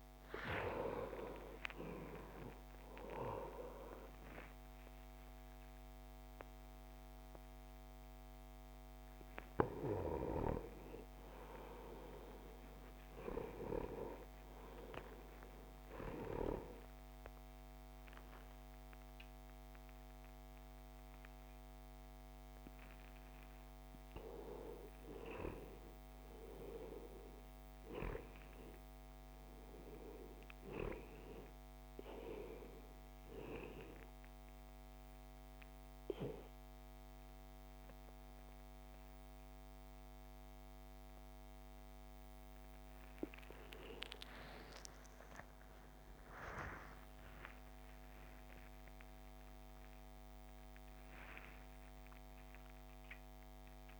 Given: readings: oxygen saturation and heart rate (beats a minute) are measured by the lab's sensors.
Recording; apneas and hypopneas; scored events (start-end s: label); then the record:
a person partly awake in a sleep study, by a microphone on the trachea; none
6.00-36.00 s: new sleep stage, N1 (lightest sleep)
36.00-54.00 s: new sleep stage, awake
From the record:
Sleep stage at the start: awake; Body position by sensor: on the front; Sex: male